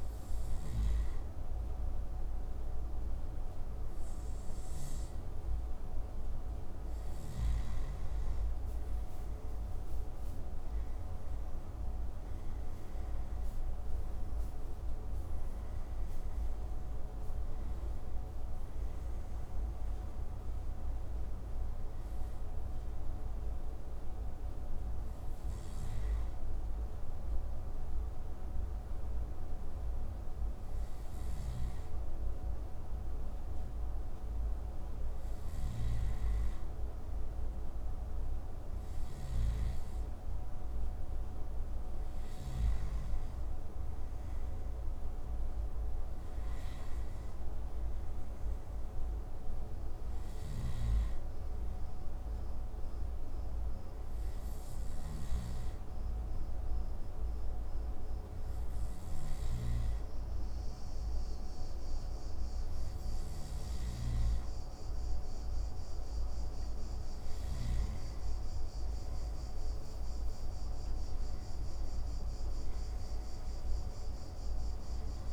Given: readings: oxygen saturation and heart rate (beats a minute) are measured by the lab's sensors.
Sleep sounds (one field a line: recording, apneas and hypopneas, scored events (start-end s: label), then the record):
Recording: breathing in sleep, hard to hear, by a room microphone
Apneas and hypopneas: 2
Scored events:
0.00-1.50 s: oxygen desaturation (device-marked, oxygen 91% lowest)
14.50-18.50 s: arousal
23.50-35.50 s: hypopnea (oxygen 94% before, 91% lowest)
31.00-42.50 s: snoring (device-marked)
40.50-44.00 s: arousal
50.00-67.50 s: snoring (device-marked)
52.50-66.00 s: hypopnea (oxygen 95% before, 91% lowest)
71.00-74.00 s: arousal
72.50-75.33 s: oxygen desaturation (device-marked, oxygen 94% before, 91% lowest)
From the record:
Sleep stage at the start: N2 (light sleep)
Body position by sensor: on the right side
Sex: male